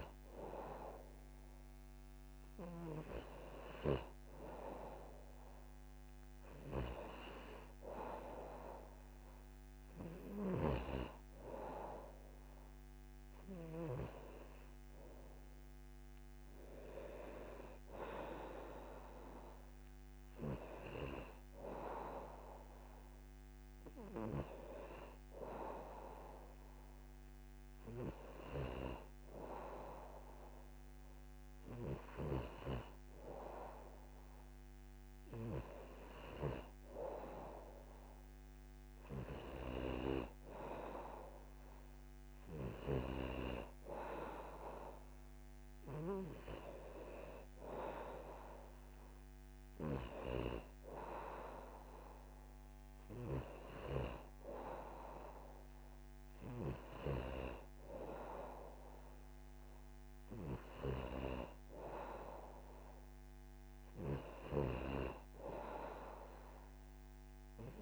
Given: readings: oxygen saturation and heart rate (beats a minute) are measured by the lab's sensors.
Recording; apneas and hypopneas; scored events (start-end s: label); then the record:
breathing in sleep by a microphone on the trachea; none
none scored
From the record:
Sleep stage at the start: N2 (light sleep); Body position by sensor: on the back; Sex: male